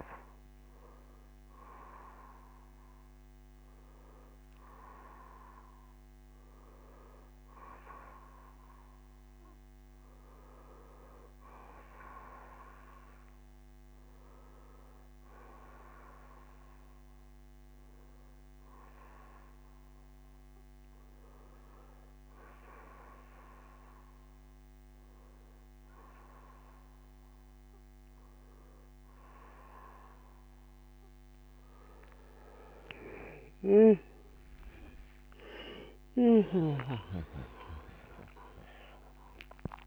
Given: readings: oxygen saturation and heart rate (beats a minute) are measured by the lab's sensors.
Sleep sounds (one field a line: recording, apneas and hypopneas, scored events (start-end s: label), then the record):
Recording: breathing in sleep by a microphone on the trachea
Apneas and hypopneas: none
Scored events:
21.00-23.00 s: bradycardia (device-marked, heart rate 71 before, 63 extreme)
32.50-36.50 s: arousal
From the record:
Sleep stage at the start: N2 (light sleep)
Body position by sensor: on the back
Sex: male